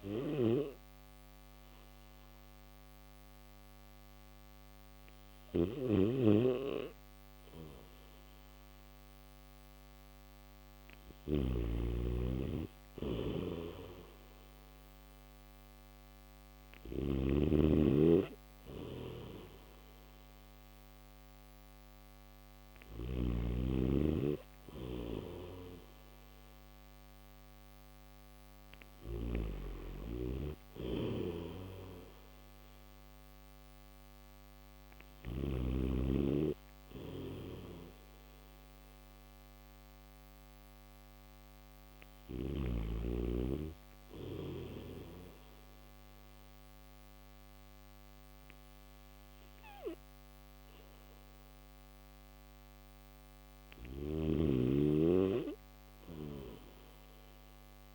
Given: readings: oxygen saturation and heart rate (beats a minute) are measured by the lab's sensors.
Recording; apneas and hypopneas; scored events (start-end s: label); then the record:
breathing in sleep by a microphone on the trachea; none
0.00-16.50 s: snoring (device-marked)
22.50-35.00 s: snoring (device-marked)
53.50-57.94 s: snoring (device-marked)
From the record:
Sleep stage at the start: N3 (deep sleep); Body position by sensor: on the back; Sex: male